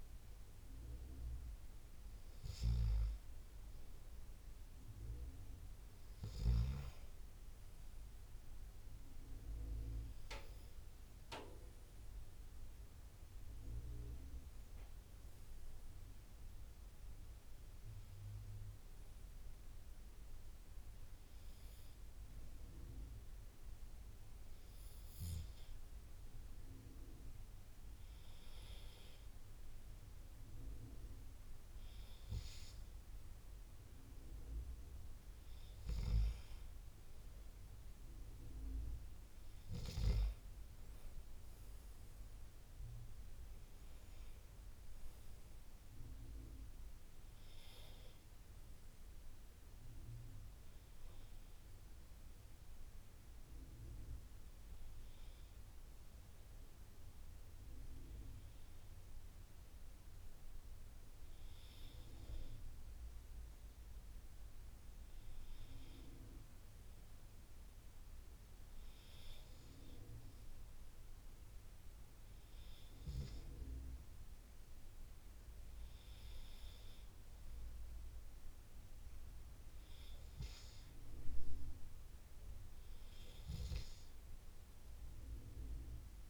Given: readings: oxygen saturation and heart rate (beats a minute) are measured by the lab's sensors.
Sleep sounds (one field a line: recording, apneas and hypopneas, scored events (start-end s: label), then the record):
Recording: breathing in sleep by a room microphone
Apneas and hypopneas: 1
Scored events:
12.00-15.00 s: arousal
19.50-36.00 s: obstructive apnea (oxygen 97% before, 95% lowest, heart rate 73 before, 70 extreme, up 10 after)
42.00-45.50 s: arousal
From the record:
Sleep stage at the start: N2 (light sleep)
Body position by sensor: on the left side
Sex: male